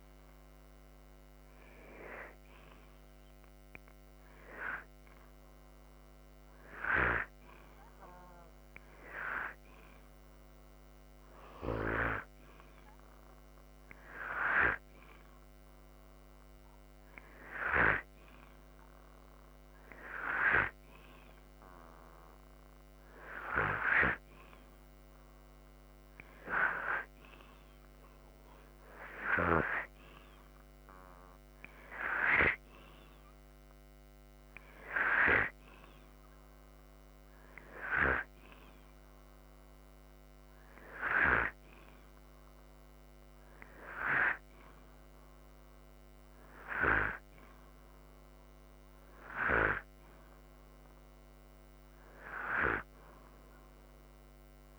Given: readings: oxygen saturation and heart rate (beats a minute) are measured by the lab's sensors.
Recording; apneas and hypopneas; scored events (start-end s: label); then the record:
breathing in sleep by a microphone on the trachea; none
none scored
From the record:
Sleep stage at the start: N2 (light sleep); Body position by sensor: upright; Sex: male